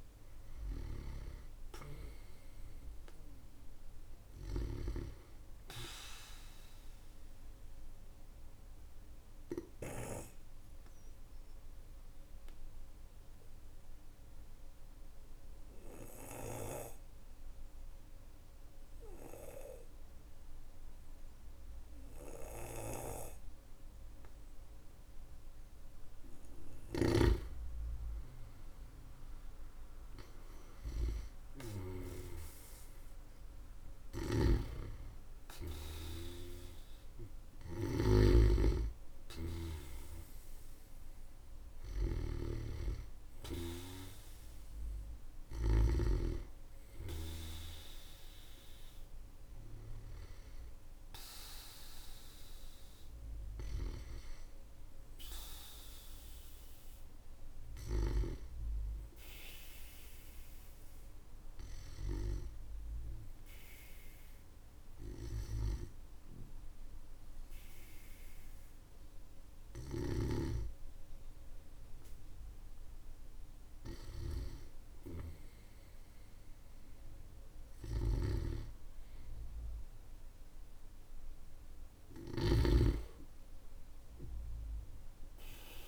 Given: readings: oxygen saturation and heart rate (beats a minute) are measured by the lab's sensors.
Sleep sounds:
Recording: breathing in sleep by a room microphone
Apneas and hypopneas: 2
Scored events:
7.00-25.50 s: obstructive apnea (oxygen 99% before, 94% lowest, heart rate 59 before, 48 extreme, up 20 after)
26.50-32.00 s: snoring (device-marked)
27.50-30.00 s: arousal
34.00-45.50 s: snoring (device-marked)
59.50-72.50 s: hypopnea (oxygen 97% before, 94% lowest, heart rate 55 before, 46 extreme, up 12 after)
74.50-78.50 s: arousal
77.50-82.50 s: snoring (device-marked)
From the record:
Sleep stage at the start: N2 (light sleep)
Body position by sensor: on the back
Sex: male

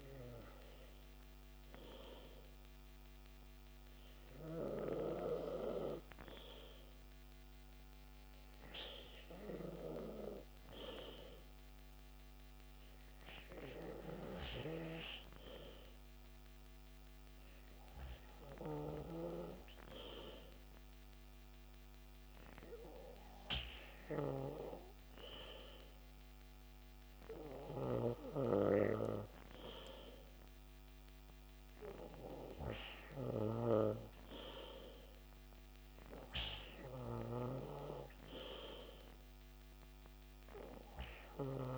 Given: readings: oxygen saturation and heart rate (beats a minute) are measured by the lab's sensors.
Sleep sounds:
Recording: breathing in sleep by a microphone on the trachea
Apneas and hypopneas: none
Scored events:
none scored
From the record:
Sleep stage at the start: N2 (light sleep)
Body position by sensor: on the back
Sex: male

